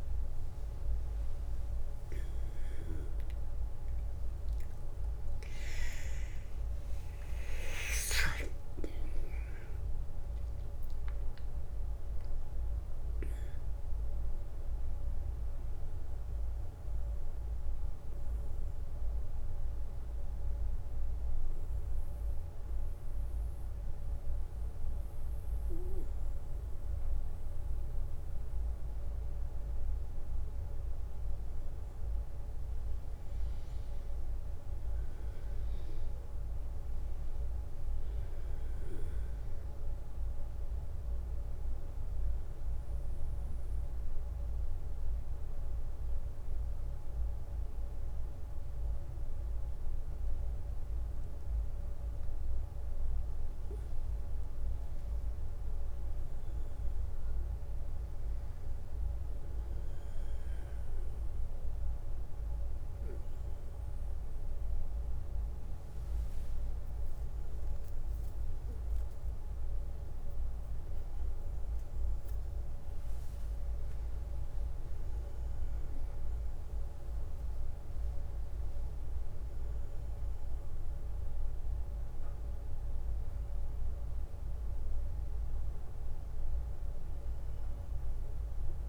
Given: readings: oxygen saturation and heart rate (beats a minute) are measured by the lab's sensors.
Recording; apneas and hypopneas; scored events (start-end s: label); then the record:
a person partly awake in a sleep study, hard to hear, by a room microphone; 2
16.00-29.50 s: obstructive apnea (oxygen 97% before, 94% lowest, heart rate 80 before, 58 extreme, up 9 after)
16.00-88.89 s: new sleep stage, N1 (lightest sleep)
33.00-37.50 s: arousal
38.00-58.00 s: oxygen desaturation (device-marked, oxygen 98% before, 94% lowest, heart rate 63 before, 64 extreme)
42.00-53.00 s: obstructive apnea (oxygen 98% before, 94% lowest, heart rate 63 before, 64 extreme, up 4 after)
59.00-65.00 s: arousal
From the record:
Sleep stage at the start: awake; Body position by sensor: on the back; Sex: male